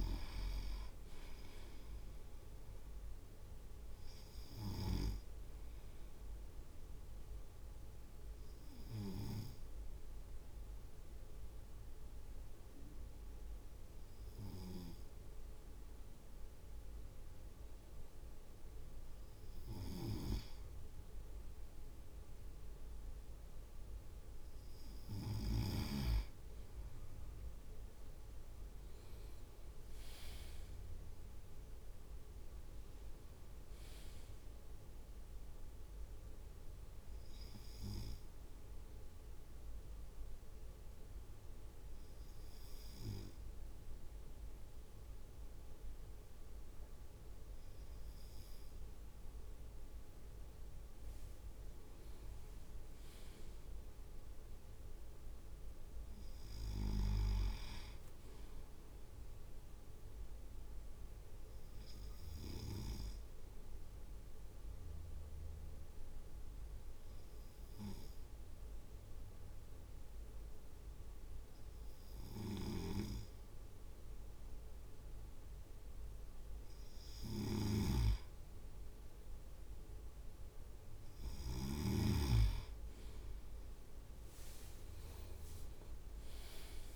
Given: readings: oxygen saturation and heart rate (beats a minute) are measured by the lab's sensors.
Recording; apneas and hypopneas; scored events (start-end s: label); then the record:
breathing in sleep by a room microphone; 3
0.00-5.00 s: snoring (device-marked)
4.50-21.00 s: obstructive apnea (oxygen 99% before, 96% lowest, heart rate 53 before, 54 extreme, up 2 after)
28.00-32.50 s: arousal
29.00-41.00 s: drop in pulse transit time (device-marked, heart rate 55 before, 56 extreme)
29.50-30.00 s: leg movement (device-marked)
36.00-38.00 s: long interval between heartbeats (device-marked, heart rate 57 before, 56 extreme)
37.00-49.50 s: obstructive apnea (oxygen 98% before, 97% lowest)
51.50-53.00 s: leg movement (device-marked)
52.00-55.50 s: arousal
61.00-76.50 s: obstructive apnea (oxygen 98% before, 97% lowest)
72.50-82.00 s: snoring (device-marked)
84.50-86.00 s: leg movement (device-marked)
85.50-86.96 s: arousal
From the record:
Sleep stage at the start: N2 (light sleep); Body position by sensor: on the right side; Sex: male